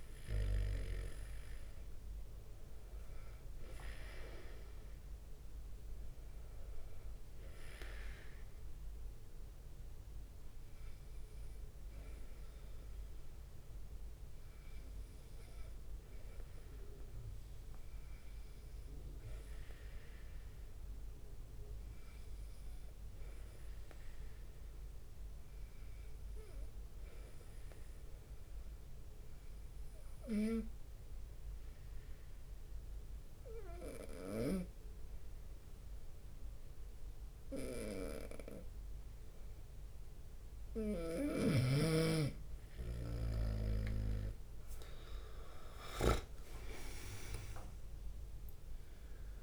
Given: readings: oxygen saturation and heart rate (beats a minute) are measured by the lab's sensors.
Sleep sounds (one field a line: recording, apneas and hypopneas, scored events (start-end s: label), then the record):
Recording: breathing in sleep by a room microphone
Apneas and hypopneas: 1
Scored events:
0.00-1.00 s: arousal
13.00-15.50 s: leg movement (device-marked)
21.00-23.00 s: leg movement (device-marked)
24.50-27.50 s: arousal
29.00-41.50 s: obstructive apnea (oxygen 96% before, 90% lowest, heart rate 71 before, 67 extreme, up 14 after)
39.50-42.00 s: leg movement (device-marked)
43.00-49.43 s: leg movement (device-marked)
44.50-49.00 s: arousal
45.50-49.43 s: drop in pulse transit time (device-marked, heart rate 71 before, 71 extreme)
47.00-49.00 s: long interval between heartbeats (device-marked, heart rate 72 before, 84 extreme)
From the record:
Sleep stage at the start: N2 (light sleep)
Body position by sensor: on the right side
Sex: male